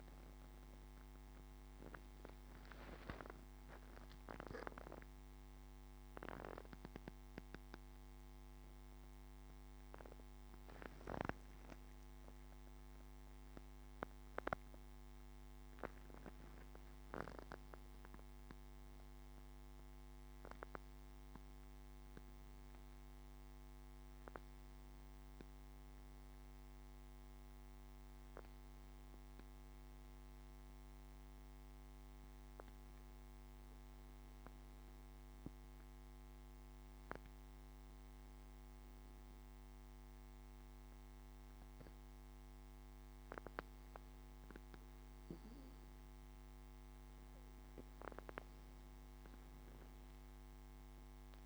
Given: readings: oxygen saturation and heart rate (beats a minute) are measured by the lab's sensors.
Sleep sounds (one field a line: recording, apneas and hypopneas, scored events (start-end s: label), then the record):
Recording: breathing in sleep by a microphone on the trachea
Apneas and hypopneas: 1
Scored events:
11.50-16.00 s: arousal
34.00-44.50 s: obstructive apnea (oxygen 97% before, 93% lowest, heart rate 75 before, 68 extreme, up 2 after)
46.50-50.50 s: arousal
From the record:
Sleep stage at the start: N2 (light sleep)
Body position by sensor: on the back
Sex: male